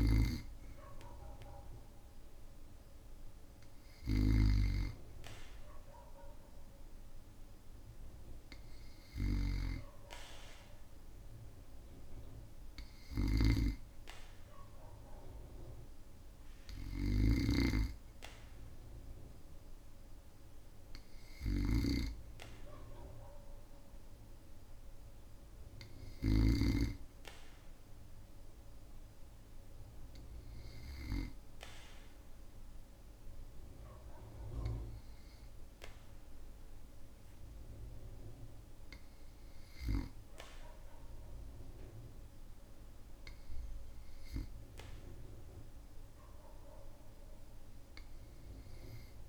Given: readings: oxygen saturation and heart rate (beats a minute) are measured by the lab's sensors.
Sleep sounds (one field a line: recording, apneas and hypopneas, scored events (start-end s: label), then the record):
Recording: breathing in sleep by a room microphone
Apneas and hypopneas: none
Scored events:
0.00-17.50 s: snoring (device-marked)
From the record:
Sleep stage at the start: N2 (light sleep)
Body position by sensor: on the back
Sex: male